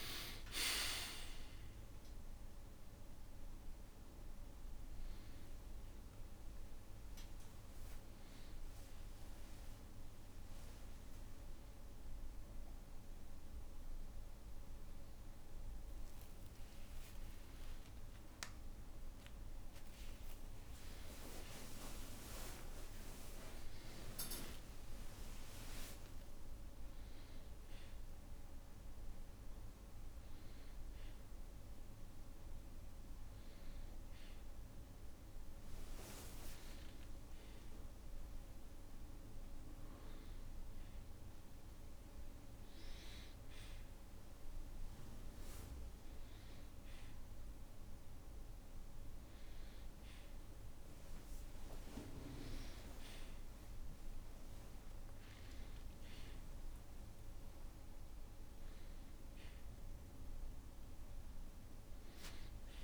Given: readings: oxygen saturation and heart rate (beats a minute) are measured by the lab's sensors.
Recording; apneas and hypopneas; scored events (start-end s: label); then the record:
breathing in sleep by a room microphone; none
none scored
From the record:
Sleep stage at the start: N1 (lightest sleep); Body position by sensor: on the back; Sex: male